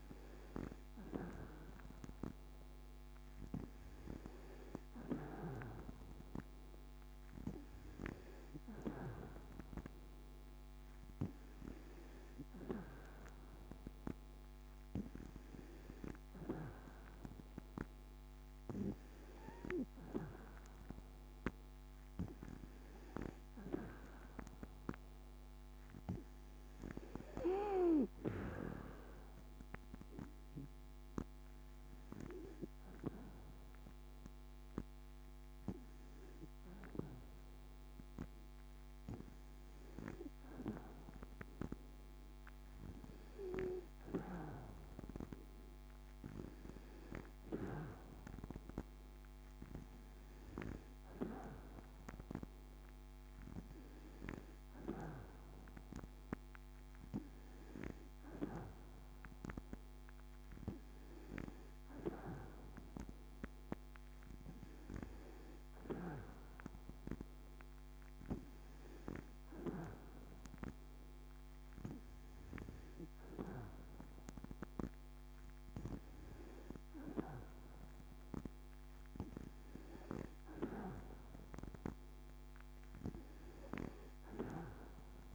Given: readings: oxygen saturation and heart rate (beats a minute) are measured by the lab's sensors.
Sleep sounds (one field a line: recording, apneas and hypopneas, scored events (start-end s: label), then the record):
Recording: breathing in sleep by a microphone on the trachea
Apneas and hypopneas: none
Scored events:
none scored
From the record:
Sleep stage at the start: N2 (light sleep)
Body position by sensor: on the back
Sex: female